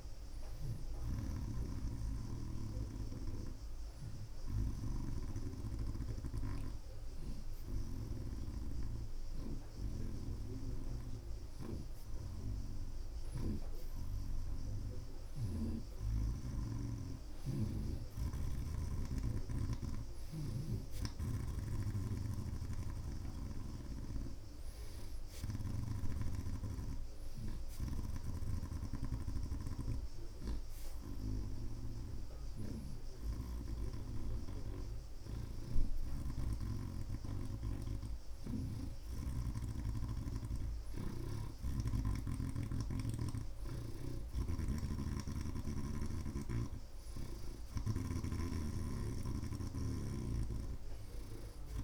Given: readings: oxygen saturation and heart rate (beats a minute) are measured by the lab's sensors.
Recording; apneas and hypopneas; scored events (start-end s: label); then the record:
breathing in sleep by a room microphone; none
1.00-15.50 s: snoring (device-marked)
19.50-51.84 s: new sleep stage, N2 (light sleep)
22.50-39.00 s: snoring (device-marked)
22.50-41.50 s: oxygen desaturation (device-marked, oxygen 91% before, 86% lowest)
41.00-51.84 s: snoring (device-marked)
48.50-51.84 s: oxygen desaturation (device-marked, oxygen 90% before, 86% lowest)
From the record:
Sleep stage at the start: N1 (lightest sleep); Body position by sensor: on the right side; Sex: male